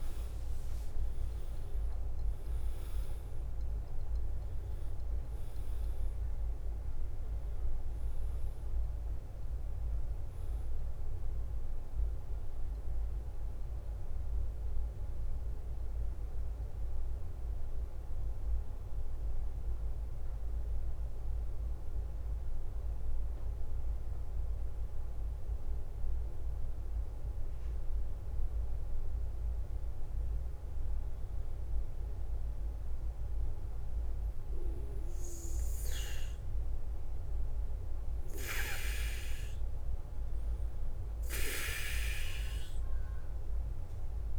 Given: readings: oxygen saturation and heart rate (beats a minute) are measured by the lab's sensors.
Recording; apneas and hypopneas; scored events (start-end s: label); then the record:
breathing in sleep by a room microphone; 1
0.00-3.50 s: arousal
0.00-28.00 s: oxygen desaturation (device-marked, oxygen 92% lowest, heart rate 51 extreme)
0.00-44.39 s: bradycardia (device-marked, heart rate 44 extreme)
15.50-29.50 s: obstructive apnea (oxygen 99% before, 92% lowest, heart rate 54 before, 51 extreme, up 0 after)
31.50-34.50 s: arousal
From the record:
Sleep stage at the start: N2 (light sleep); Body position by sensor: on the back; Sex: male